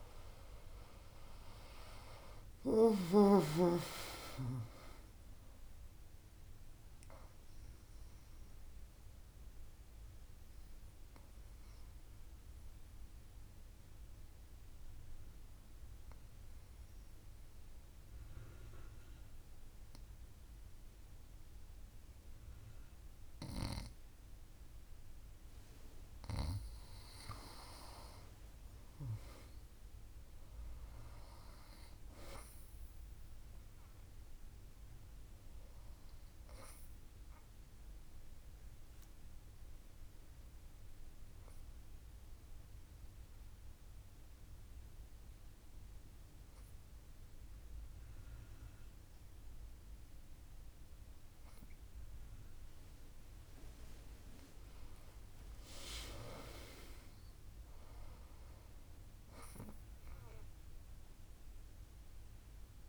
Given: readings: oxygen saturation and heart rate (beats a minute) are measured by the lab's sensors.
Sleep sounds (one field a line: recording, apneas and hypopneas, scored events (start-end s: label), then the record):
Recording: breathing in sleep by a room microphone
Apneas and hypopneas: 2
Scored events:
10.00-25.00 s: obstructive apnea (oxygen 98% before, 95% lowest, heart rate 80 before, 61 extreme, up 9 after)
28.00-31.00 s: arousal
38.50-52.00 s: obstructive apnea (oxygen 99% before, 95% lowest, heart rate 66 before, 57 extreme, up 7 after)
42.50-56.50 s: oxygen desaturation (device-marked, oxygen 99% before, 95% lowest, heart rate 66 before, 57 extreme)
55.50-59.00 s: arousal
From the record:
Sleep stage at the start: N2 (light sleep)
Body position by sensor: on the back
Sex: female